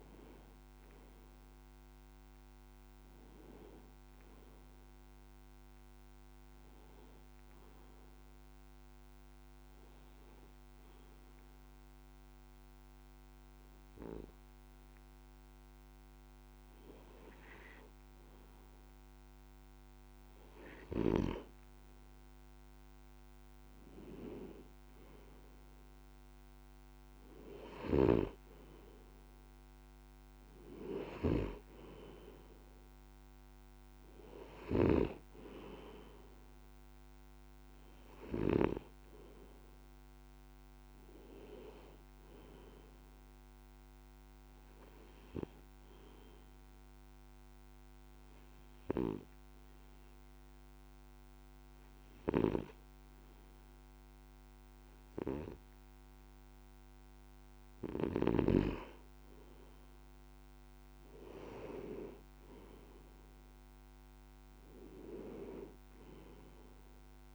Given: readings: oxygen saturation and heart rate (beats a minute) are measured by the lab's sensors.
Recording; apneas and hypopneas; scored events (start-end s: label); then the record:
breathing in sleep by a microphone on the trachea; 2
2.00-67.35 s: new sleep stage, N2 (light sleep)
6.50-19.00 s: obstructive apnea (oxygen 99% before, 92% lowest)
21.00-57.00 s: oxygen desaturation (device-marked, oxygen 99% before, 92% lowest)
22.50-26.50 s: arousal
39.50-43.00 s: arousal
45.00-58.00 s: obstructive apnea (oxygen 99% before, 92% lowest)
59.50-63.50 s: arousal
From the record:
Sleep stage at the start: N1 (lightest sleep); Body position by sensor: on the left side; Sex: male